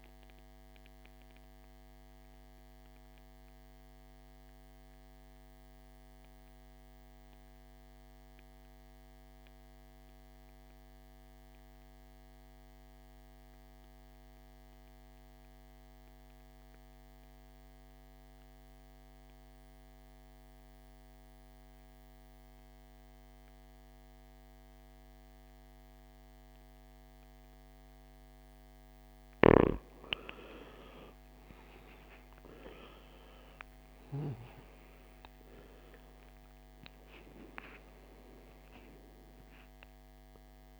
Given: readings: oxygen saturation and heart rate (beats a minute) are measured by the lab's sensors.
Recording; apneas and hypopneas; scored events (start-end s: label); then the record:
breathing in sleep by a microphone on the trachea; 1
0.00-14.50 s: oxygen desaturation (device-marked, oxygen 83% lowest, heart rate 54 extreme)
3.50-28.00 s: mixed apnea (oxygen 98% before, 80% lowest, heart rate 68 before, 52 extreme, up 19 after)
24.50-36.50 s: oxygen desaturation (device-marked, oxygen 98% before, 89% lowest, heart rate 56 before, 52 extreme)
30.00-35.50 s: arousal
From the record:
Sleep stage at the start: N2 (light sleep); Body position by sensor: on the back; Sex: male